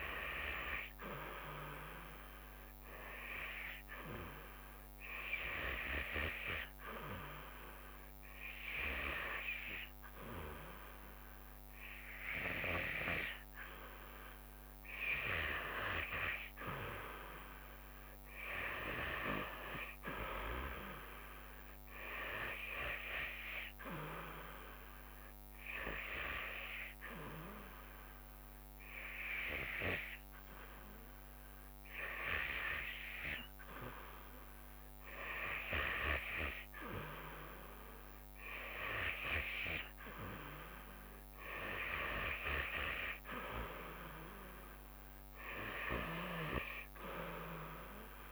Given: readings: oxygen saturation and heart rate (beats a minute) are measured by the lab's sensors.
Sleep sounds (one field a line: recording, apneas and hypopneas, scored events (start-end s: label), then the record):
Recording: breathing in sleep by a microphone on the trachea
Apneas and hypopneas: 1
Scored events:
0.00-13.50 s: oxygen desaturation (device-marked, oxygen 93% lowest, heart rate 69 extreme)
17.50-21.50 s: arousal
24.00-36.50 s: hypopnea (oxygen 96% before, 93% lowest, heart rate 71 before, 69 extreme, up 6 after)
From the record:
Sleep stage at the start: REM sleep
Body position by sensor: on the back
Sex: female